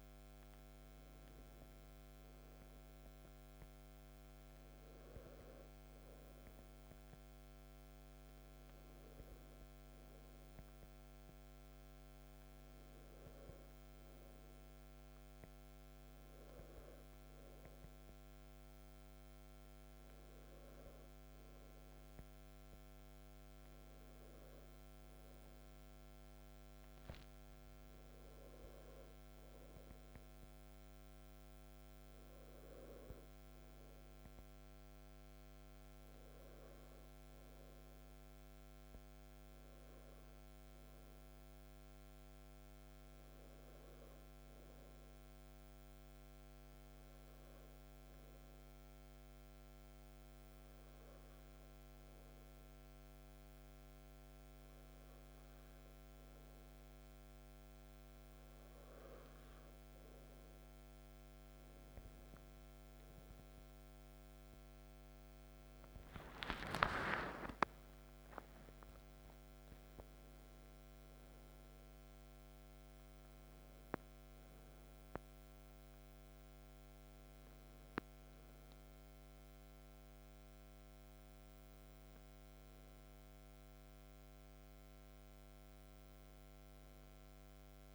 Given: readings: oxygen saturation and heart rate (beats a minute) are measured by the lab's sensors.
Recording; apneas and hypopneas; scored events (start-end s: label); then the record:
breathing in sleep, hard to hear, by a microphone on the trachea; 1
0.00-13.00 s: oxygen desaturation (device-marked, oxygen 94% lowest, heart rate 50 extreme)
3.00-87.95 s: new sleep stage, N2 (light sleep)
39.50-63.50 s: hypopnea (oxygen 97% before, 94% lowest, heart rate 53 before, 51 extreme, up 12 after)
64.50-69.50 s: arousal
From the record:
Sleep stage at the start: N1 (lightest sleep); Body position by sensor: on the back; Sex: male